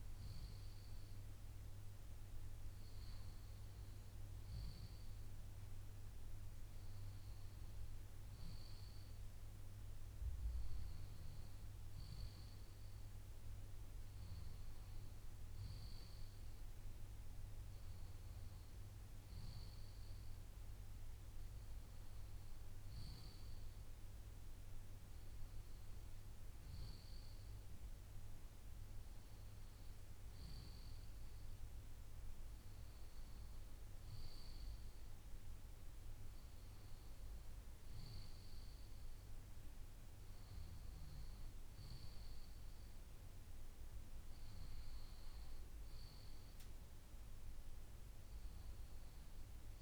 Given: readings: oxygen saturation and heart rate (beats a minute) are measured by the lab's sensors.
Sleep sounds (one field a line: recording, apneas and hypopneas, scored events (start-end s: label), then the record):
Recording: breathing in sleep, hard to hear, by a room microphone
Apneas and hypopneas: none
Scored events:
none scored
From the record:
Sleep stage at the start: N2 (light sleep)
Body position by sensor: on the left side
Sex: male